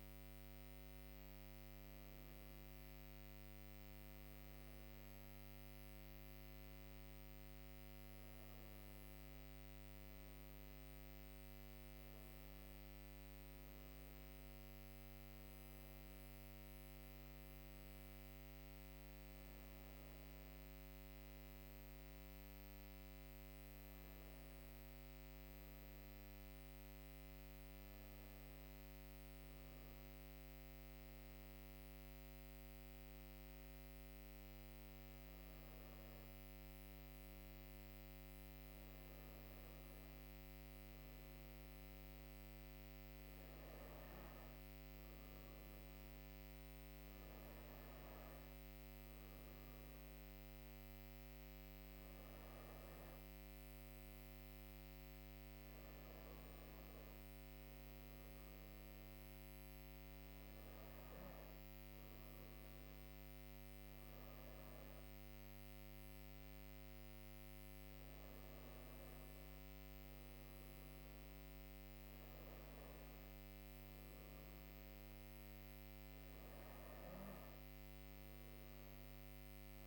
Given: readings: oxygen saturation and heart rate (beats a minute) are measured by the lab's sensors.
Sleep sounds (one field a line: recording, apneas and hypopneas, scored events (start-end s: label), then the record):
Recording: breathing in sleep, hard to hear, by a microphone on the trachea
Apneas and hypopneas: none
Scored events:
none scored
From the record:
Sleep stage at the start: N2 (light sleep)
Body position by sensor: on the right side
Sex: female